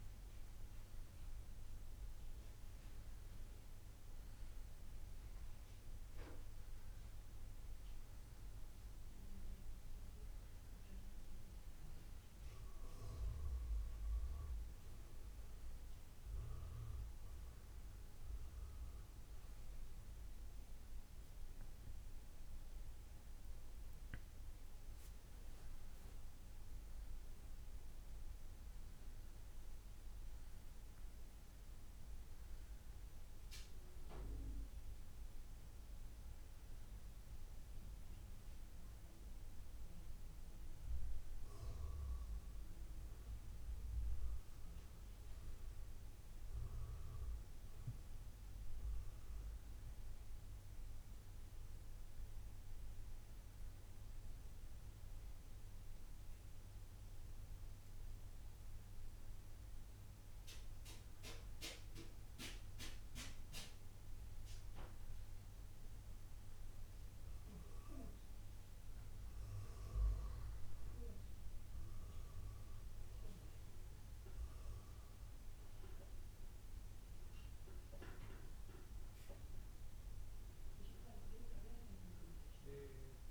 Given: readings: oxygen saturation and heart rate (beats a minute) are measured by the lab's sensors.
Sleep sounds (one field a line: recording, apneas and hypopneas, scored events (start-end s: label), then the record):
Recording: breathing in sleep by a room microphone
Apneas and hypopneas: none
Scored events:
none scored
From the record:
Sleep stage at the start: N1 (lightest sleep)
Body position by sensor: on the back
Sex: male